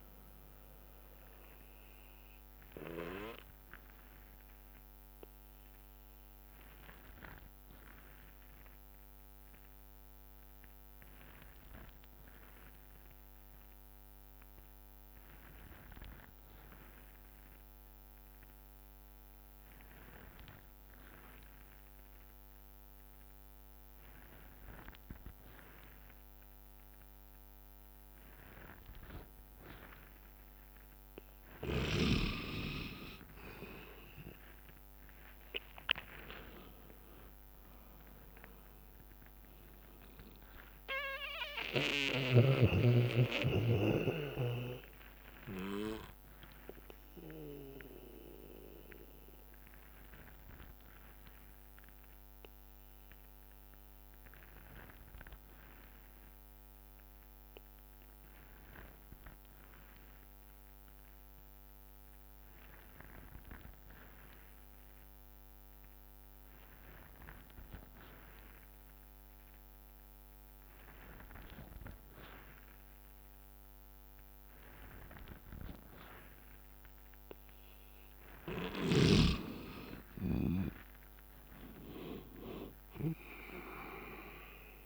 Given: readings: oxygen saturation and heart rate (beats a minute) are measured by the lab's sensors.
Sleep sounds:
breathing in sleep by a microphone on the trachea; 2
0.00-4.00 s: drop in pulse transit time (device-marked, heart rate 65 extreme)
0.00-12.00 s: oxygen desaturation (device-marked, oxygen 87% lowest, heart rate 58 extreme)
3.00-6.00 s: bradycardia (device-marked, heart rate 65 before, 63 extreme)
3.00-31.00 s: obstructive apnea (oxygen 99% before, 87% lowest, heart rate 68 before, 56 extreme, up 11 after)
28.00-56.00 s: oxygen desaturation (device-marked, oxygen 99% before, 87% lowest, heart rate 62 before, 56 extreme)
34.00-39.50 s: arousal
34.00-47.00 s: drop in pulse transit time (device-marked, heart rate 63 before, 58 extreme)
43.00-56.00 s: bradycardia (device-marked, heart rate 65 before, 56 extreme)
46.50-77.50 s: obstructive apnea (oxygen 99% before, 86% lowest, heart rate 67 before, 56 extreme, up 9 after)
72.00-84.86 s: oxygen desaturation (device-marked, oxygen 99% before, 86% lowest, heart rate 61 before, 56 extreme)
81.00-84.86 s: drop in pulse transit time (device-marked, heart rate 64 before, 64 extreme)
82.50-84.86 s: arousal
From the record:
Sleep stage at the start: N2 (light sleep); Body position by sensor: on the back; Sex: male

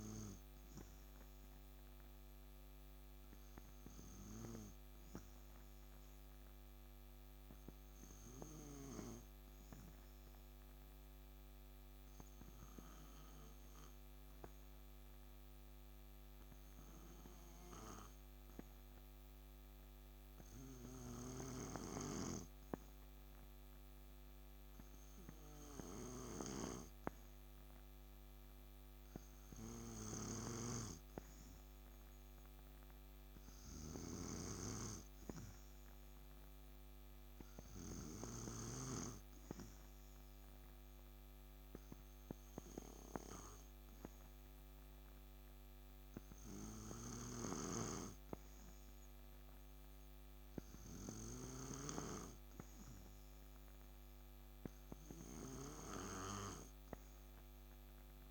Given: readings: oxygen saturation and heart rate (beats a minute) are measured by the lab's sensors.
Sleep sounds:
breathing in sleep by a microphone on the trachea; none
26.50-51.50 s: oxygen desaturation (device-marked, oxygen 96% before, 90% lowest, heart rate 67 before, 67 extreme)
43.50-58.31 s: new sleep stage, N3 (deep sleep)
From the record:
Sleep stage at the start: N2 (light sleep); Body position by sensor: on the back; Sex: male

